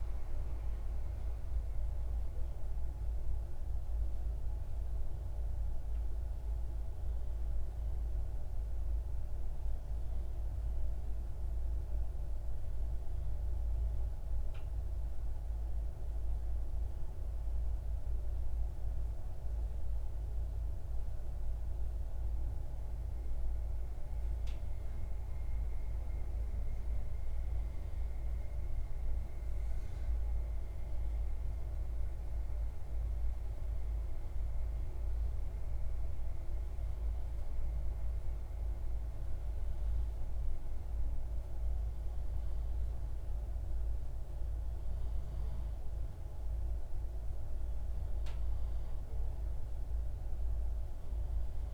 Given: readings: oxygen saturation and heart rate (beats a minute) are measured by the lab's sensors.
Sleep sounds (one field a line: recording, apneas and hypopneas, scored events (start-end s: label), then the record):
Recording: breathing in sleep, hard to hear, by a room microphone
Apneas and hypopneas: none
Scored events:
none scored
From the record:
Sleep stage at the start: REM sleep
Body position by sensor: on the left side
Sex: male